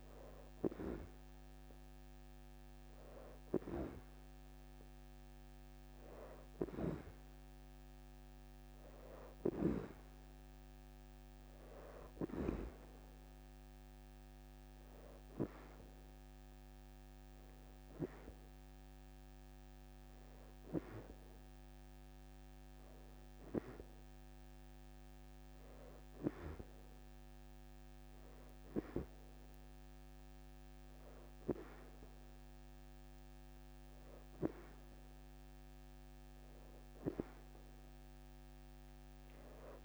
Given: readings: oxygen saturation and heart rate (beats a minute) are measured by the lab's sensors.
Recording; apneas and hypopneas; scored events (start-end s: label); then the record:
breathing in sleep by a microphone on the trachea; none
15.00-17.00 s: leg movement (device-marked)
From the record:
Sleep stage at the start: N2 (light sleep); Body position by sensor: on the right side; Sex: female